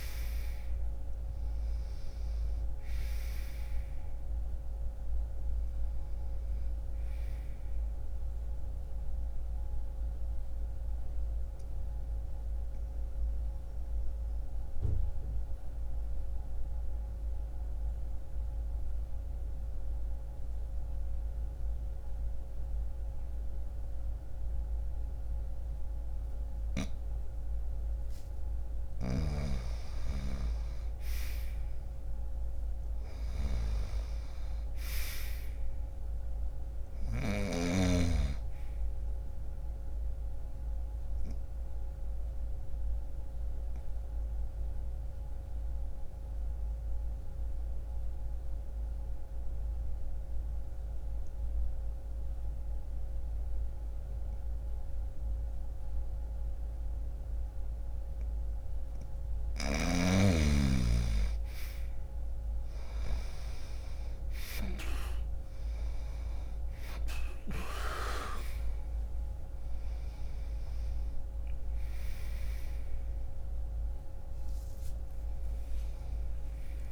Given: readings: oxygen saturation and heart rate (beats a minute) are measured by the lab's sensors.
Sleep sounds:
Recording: breathing in sleep by a room microphone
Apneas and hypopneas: 2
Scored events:
0.00-25.50 s: oxygen desaturation (device-marked, oxygen 84% lowest, heart rate 60 extreme)
7.50-28.00 s: mixed apnea (oxygen 97% before, 84% lowest, heart rate 60 before, 60 extreme, up 0 after)
30.00-34.00 s: arousal
39.50-57.50 s: oxygen desaturation (device-marked, oxygen 97% before, 86% lowest, heart rate 61 before, 59 extreme)
39.50-58.00 s: obstructive apnea (oxygen 98% before, 86% lowest, heart rate 61 before, 59 extreme, up 1 after)
60.50-64.50 s: arousal
64.50-76.92 s: oxygen desaturation (device-marked, oxygen 96% before, 89% lowest, heart rate 61 before, 59 extreme)
From the record:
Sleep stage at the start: N2 (light sleep)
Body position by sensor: on the right side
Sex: male

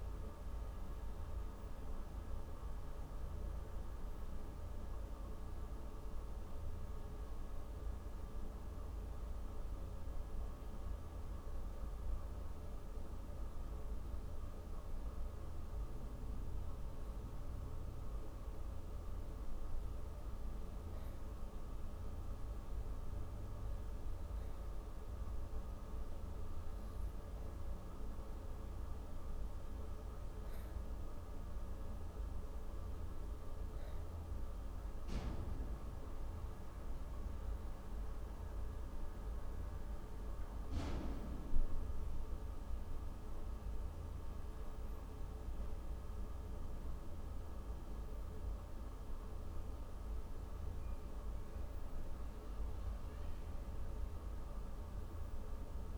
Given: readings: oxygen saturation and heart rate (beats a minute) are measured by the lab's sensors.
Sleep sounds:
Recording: breathing in sleep, hard to hear, by a room microphone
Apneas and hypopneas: none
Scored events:
20.00-50.00 s: new sleep stage, N2 (light sleep)
50.00-55.98 s: new sleep stage, N1 (lightest sleep)
From the record:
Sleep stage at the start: N1 (lightest sleep)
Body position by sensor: on the back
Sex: female

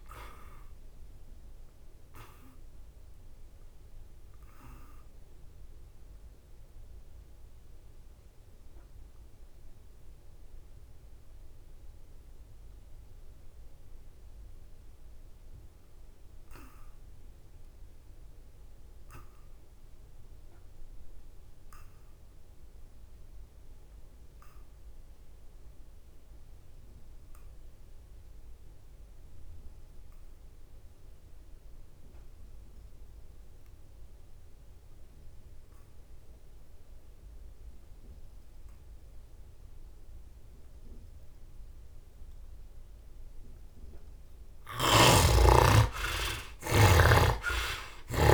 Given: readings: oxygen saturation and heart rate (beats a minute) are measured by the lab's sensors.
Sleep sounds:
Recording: breathing in sleep by a room microphone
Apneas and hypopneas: 1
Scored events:
0.50-43.00 s: obstructive apnea (heart rate 76 before, 63 extreme, up 20 after)
45.50-48.34 s: arousal
From the record:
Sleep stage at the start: N2 (light sleep)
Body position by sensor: on the back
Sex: male

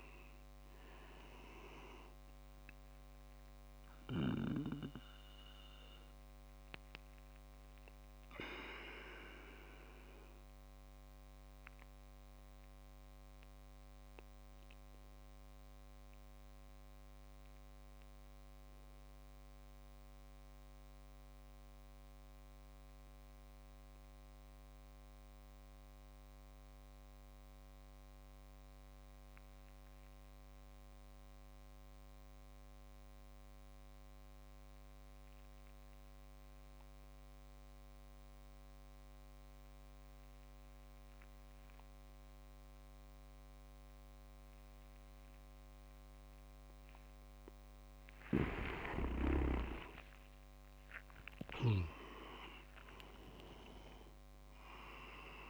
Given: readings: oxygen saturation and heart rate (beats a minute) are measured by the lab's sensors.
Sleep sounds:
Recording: breathing in sleep by a microphone on the trachea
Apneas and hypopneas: 1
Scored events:
0.00-9.00 s: oxygen desaturation (device-marked, oxygen 94% lowest)
7.00-47.50 s: mixed apnea (oxygen 99% before, 93% lowest)
39.00-55.50 s: oxygen desaturation (device-marked, oxygen 99% before, 93% lowest)
48.00-51.50 s: snoring (device-marked)
48.00-52.00 s: leg movement (device-marked)
49.50-53.50 s: arousal
From the record:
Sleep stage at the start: N2 (light sleep)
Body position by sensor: on the back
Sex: male

